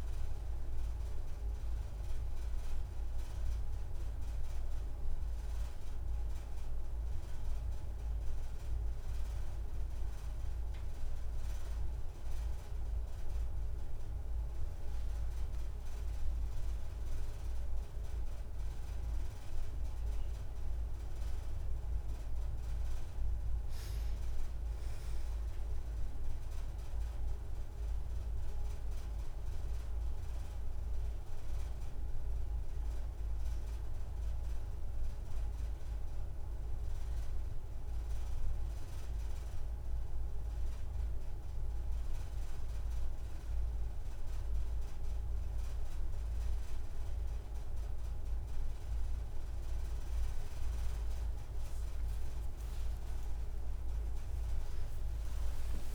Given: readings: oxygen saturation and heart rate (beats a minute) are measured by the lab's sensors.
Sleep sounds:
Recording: breathing in sleep, hard to hear, by a room microphone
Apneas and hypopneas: none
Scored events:
4.50-55.95 s: new sleep stage, N1 (lightest sleep)
5.00-7.00 s: long interval between heartbeats (device-marked)
11.50-15.00 s: arousal
15.00-17.00 s: long interval between heartbeats (device-marked)
53.00-55.00 s: long interval between heartbeats (device-marked)
53.50-55.95 s: arousal
From the record:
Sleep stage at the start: N2 (light sleep)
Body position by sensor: on the right side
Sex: female

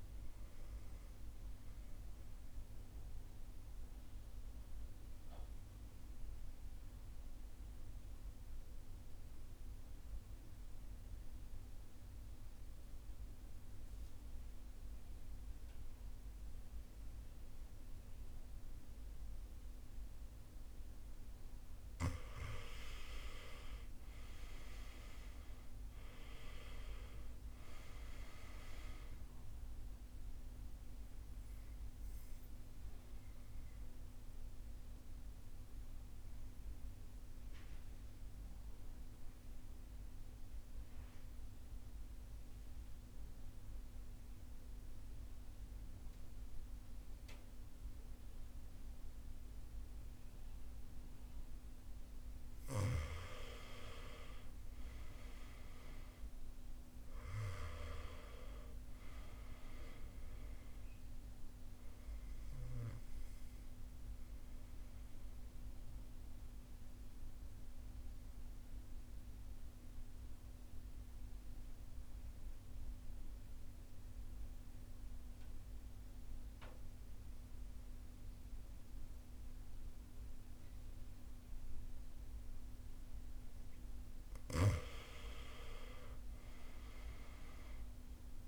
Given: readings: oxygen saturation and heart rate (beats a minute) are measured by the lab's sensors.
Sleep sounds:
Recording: breathing in sleep by a room microphone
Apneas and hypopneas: 3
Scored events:
0.00-11.00 s: oxygen desaturation (device-marked, oxygen 87% lowest, heart rate 53 extreme)
1.00-22.00 s: mixed apnea (oxygen 99% before, 87% lowest, heart rate 56 before, 52 extreme, up 8 after)
24.50-27.50 s: arousal
25.00-48.00 s: oxygen desaturation (device-marked, oxygen 99% before, 88% lowest, heart rate 54 before, 50 extreme)
34.50-50.50 s: central apnea (oxygen 99% before, 88% lowest, heart rate 56 before, 50 extreme, up 4 after)
54.00-57.50 s: arousal
61.00-77.00 s: oxygen desaturation (device-marked, oxygen 97% before, 90% lowest, heart rate 55 before, 50 extreme)
61.00-82.50 s: obstructive apnea (oxygen 98% before, 89% lowest, heart rate 55 before, 50 extreme, up 9 after)
85.00-88.47 s: arousal
From the record:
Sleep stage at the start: N2 (light sleep)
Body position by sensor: on the right side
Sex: male

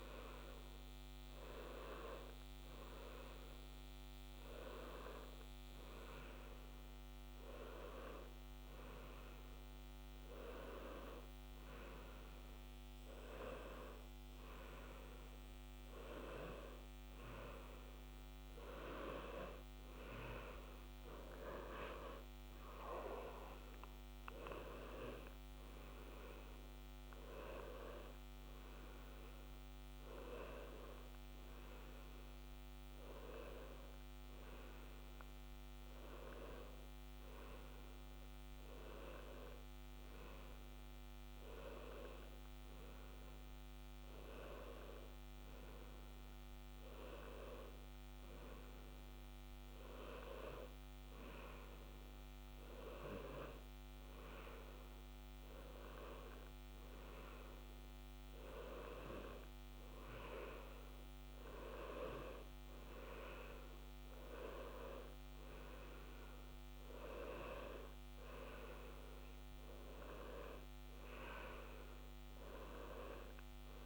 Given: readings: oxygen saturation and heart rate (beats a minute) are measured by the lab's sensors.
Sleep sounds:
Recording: breathing in sleep by a microphone on the trachea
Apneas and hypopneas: none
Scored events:
22.00-27.50 s: arousal
From the record:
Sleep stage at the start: N1 (lightest sleep)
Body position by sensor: on the left side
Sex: male

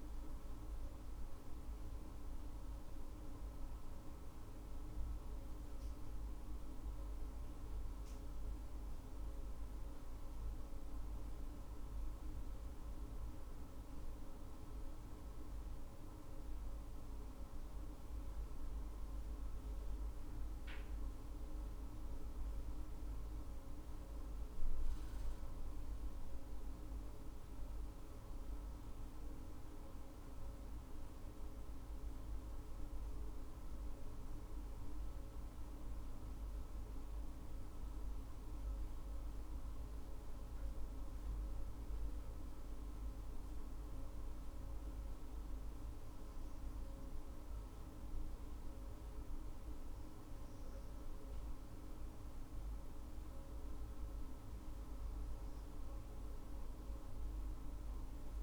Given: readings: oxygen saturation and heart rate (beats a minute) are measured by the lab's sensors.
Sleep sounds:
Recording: breathing in sleep, hard to hear, by a room microphone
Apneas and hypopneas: none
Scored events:
none scored
From the record:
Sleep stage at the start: N2 (light sleep)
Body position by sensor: on the right side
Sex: female

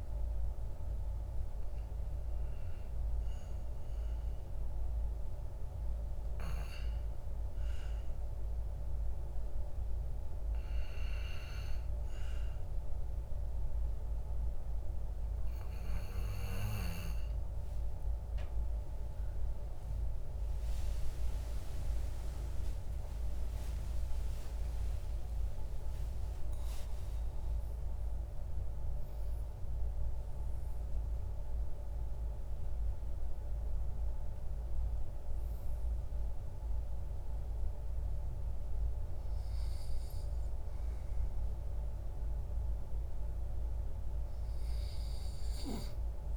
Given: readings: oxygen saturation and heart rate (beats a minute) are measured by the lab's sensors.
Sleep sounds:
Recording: breathing in sleep, hard to hear, by a room microphone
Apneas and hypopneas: 1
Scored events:
7.00-18.00 s: obstructive apnea (oxygen 98% before, 96% lowest, heart rate 60 before, 57 extreme, up 46 after)
18.50-25.50 s: arousal
From the record:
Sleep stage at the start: REM sleep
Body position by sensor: on the back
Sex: male

